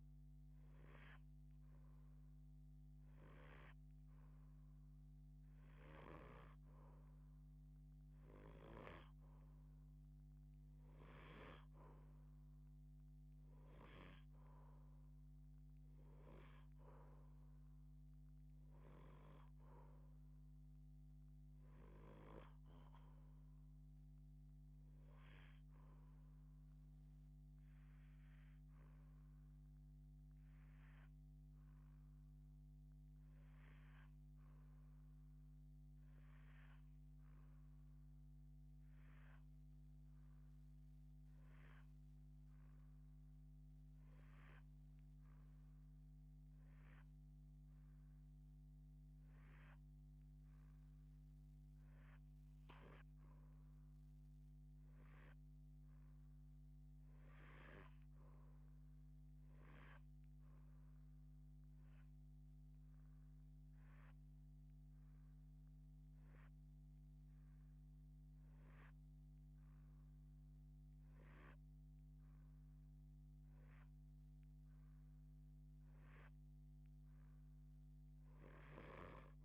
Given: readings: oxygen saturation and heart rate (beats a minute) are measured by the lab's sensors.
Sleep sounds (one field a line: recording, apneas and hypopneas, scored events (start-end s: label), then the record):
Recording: breathing in sleep by a microphone on the trachea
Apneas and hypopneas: 2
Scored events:
0.00-8.50 s: oxygen desaturation (device-marked, oxygen 82% lowest, heart rate 106 extreme)
28.50-47.00 s: hypopnea (oxygen 86% before, 85% lowest)
48.50-52.00 s: arousal
52.50-79.45 s: oxygen desaturation (device-marked, oxygen 91% before, 86% lowest)
61.50-75.00 s: hypopnea (oxygen 91% before, 85% lowest)
From the record:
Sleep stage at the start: REM sleep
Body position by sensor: on the left side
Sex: female